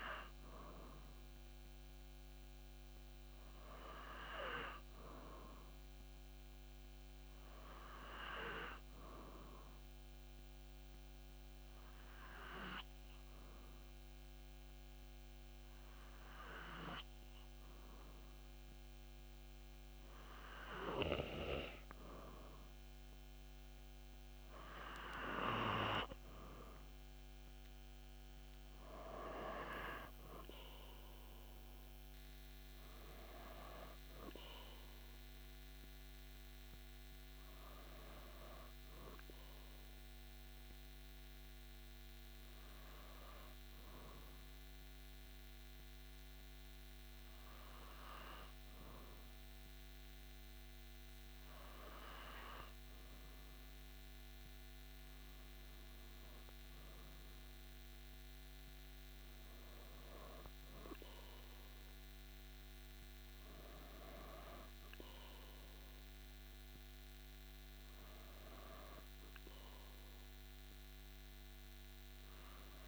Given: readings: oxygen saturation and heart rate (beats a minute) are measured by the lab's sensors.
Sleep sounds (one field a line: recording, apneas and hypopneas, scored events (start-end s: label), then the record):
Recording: breathing in sleep by a microphone on the trachea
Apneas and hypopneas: 2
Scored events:
9.00-22.00 s: obstructive apnea (oxygen 95% before, 92% lowest)
26.00-30.00 s: arousal
29.00-48.00 s: oxygen desaturation (device-marked, oxygen 95% before, 92% lowest)
40.50-52.50 s: hypopnea (oxygen 95% before, 92% lowest)
54.50-58.00 s: arousal
From the record:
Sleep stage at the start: N2 (light sleep)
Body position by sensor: on the back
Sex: male